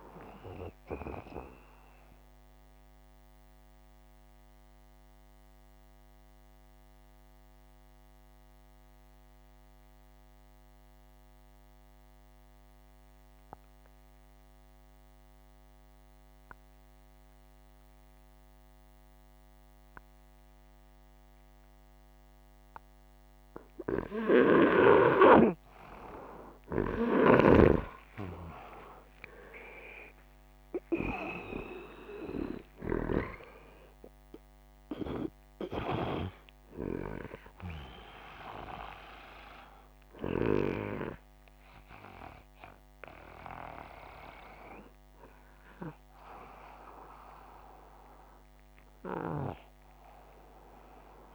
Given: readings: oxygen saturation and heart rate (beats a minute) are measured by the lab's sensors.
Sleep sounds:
breathing in sleep by a microphone on the trachea; 1
0.00-10.50 s: oxygen desaturation (device-marked, oxygen 86% lowest, heart rate 62 extreme)
4.00-23.50 s: obstructive apnea (oxygen 96% before, 86% lowest, heart rate 69 before, 62 extreme, up 8 after)
26.00-31.00 s: arousal
From the record:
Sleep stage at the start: N2 (light sleep); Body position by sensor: upright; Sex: male

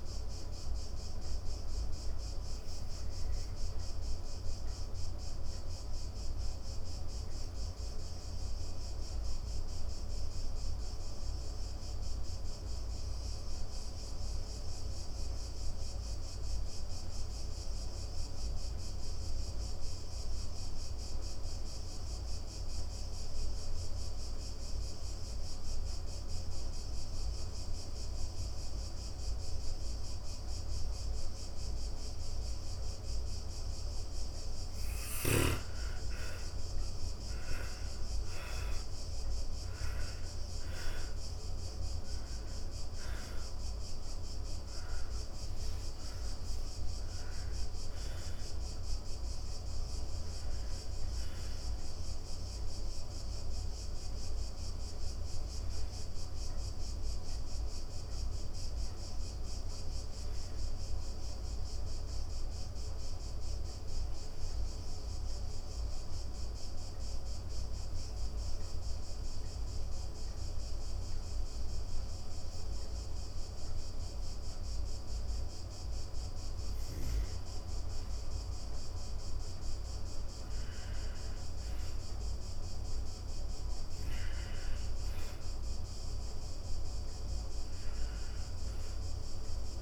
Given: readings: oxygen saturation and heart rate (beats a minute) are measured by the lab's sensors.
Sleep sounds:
breathing in sleep, hard to hear, by a room microphone; 2
0.00-18.00 s: oxygen desaturation (device-marked, oxygen 82% lowest)
1.00-31.50 s: obstructive apnea (oxygen 97% before, 82% lowest)
35.00-65.00 s: oxygen desaturation (device-marked, oxygen 98% before, 84% lowest)
35.00-89.82 s: new sleep stage, N1 (lightest sleep)
40.50-46.50 s: arousal
59.00-74.50 s: obstructive apnea (oxygen 97% before, 88% lowest)
88.50-89.82 s: arousal
From the record:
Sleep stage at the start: N2 (light sleep); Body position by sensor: on the back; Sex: female

